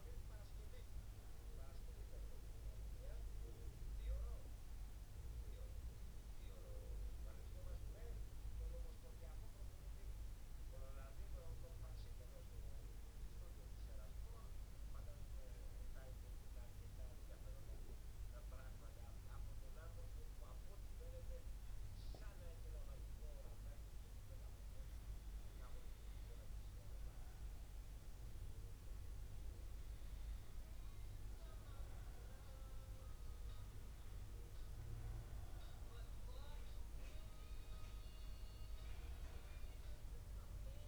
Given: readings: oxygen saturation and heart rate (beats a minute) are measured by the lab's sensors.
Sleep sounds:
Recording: breathing in sleep, hard to hear, by a room microphone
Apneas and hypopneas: 1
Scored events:
6.50-24.50 s: obstructive apnea (oxygen 98% before, 94% lowest, heart rate 65 before, 64 extreme, up 2 after)
27.00-31.00 s: arousal
From the record:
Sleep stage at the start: N2 (light sleep)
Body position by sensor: on the back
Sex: male

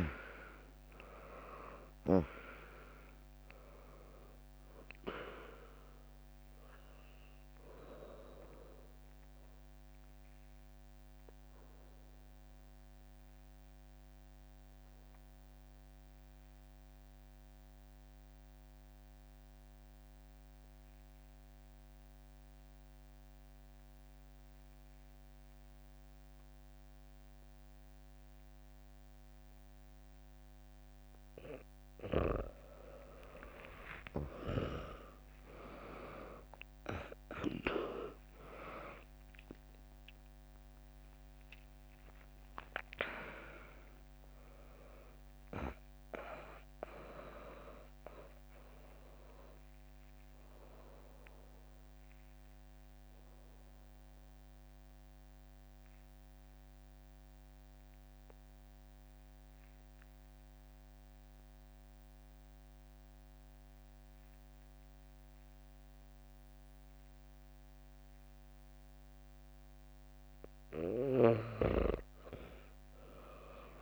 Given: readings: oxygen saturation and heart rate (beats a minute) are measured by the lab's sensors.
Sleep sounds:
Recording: breathing in sleep by a microphone on the trachea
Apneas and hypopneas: 2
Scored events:
0.00-3.00 s: arousal
0.00-11.00 s: drop in pulse transit time (device-marked, heart rate 61 extreme)
4.00-25.00 s: oxygen desaturation (device-marked, oxygen 100% before, 95% lowest, heart rate 63 before, 61 extreme)
10.00-32.00 s: obstructive apnea (oxygen 100% before, 95% lowest, heart rate 67 before, 62 extreme, up 1 after)
33.50-38.00 s: arousal
37.00-51.00 s: drop in pulse transit time (device-marked, heart rate 63 before, 62 extreme)
39.00-63.00 s: oxygen desaturation (device-marked, oxygen 99% before, 95% lowest, heart rate 63 before, 60 extreme)
48.50-69.50 s: obstructive apnea (oxygen 100% before, 94% lowest, heart rate 70 before, 60 extreme, up 0 after)
From the record:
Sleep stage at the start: N2 (light sleep)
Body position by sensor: on the back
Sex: female

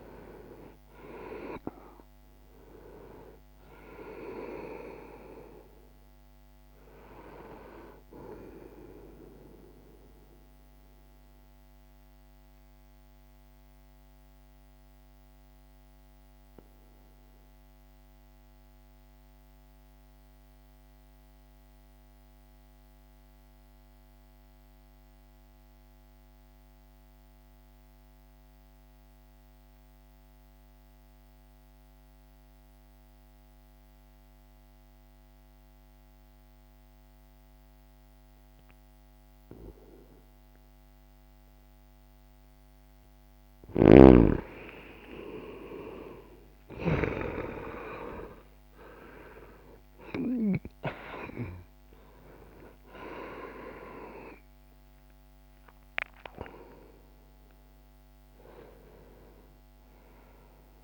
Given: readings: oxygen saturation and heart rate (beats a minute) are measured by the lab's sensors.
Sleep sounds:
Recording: breathing in sleep by a microphone on the trachea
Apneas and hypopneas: 1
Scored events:
10.00-42.50 s: obstructive apnea (oxygen 98% before, 88% lowest, heart rate 62 before, 59 extreme, up 5 after)
17.00-34.00 s: oxygen desaturation (device-marked, oxygen 95% before, 88% lowest, heart rate 61 before, 59 extreme)
43.00-48.50 s: arousal
46.00-60.84 s: new sleep stage, N1 (lightest sleep)
From the record:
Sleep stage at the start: N2 (light sleep)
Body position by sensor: on the back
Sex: male

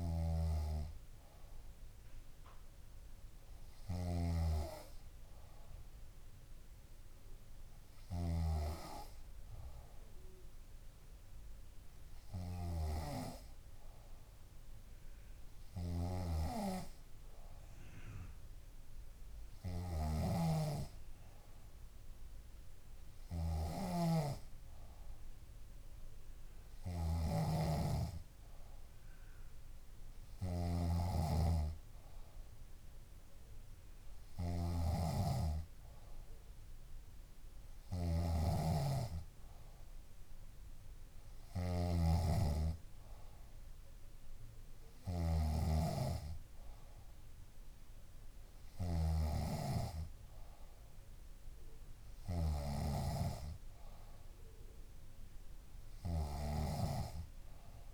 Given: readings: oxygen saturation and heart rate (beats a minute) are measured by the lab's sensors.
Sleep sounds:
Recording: breathing in sleep by a room microphone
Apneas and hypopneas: none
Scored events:
0.00-8.50 s: snoring (device-marked)
16.00-57.00 s: snoring (device-marked)
57.00-57.93 s: new sleep stage, N3 (deep sleep)
From the record:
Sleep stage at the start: N2 (light sleep)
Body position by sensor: on the back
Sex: female

